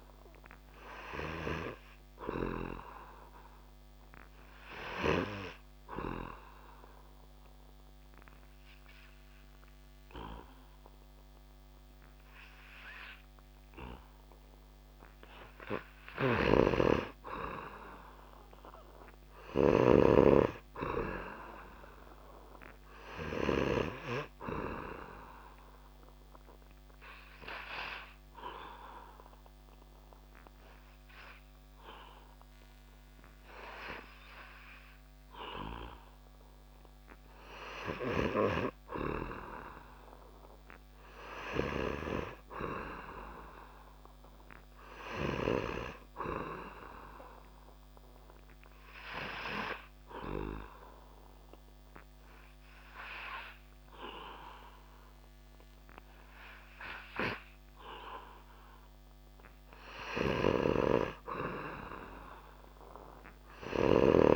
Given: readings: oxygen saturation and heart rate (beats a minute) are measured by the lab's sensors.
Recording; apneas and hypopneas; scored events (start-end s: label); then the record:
breathing in sleep by a microphone on the trachea; 3
0.00-1.50 s: arousal
5.50-16.50 s: obstructive apnea (oxygen 99% before, 95% lowest)
10.50-24.50 s: oxygen desaturation (device-marked, oxygen 99% before, 96% lowest)
15.50-19.50 s: snoring (device-marked)
18.00-21.50 s: arousal
26.00-37.50 s: obstructive apnea (oxygen 99% before, 95% lowest)
34.50-50.50 s: oxygen desaturation (device-marked, oxygen 99% before, 95% lowest)
40.00-42.50 s: arousal
47.00-59.50 s: obstructive apnea (oxygen 99% before, 95% lowest)
60.50-64.35 s: arousal
From the record:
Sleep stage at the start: N2 (light sleep); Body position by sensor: on the back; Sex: male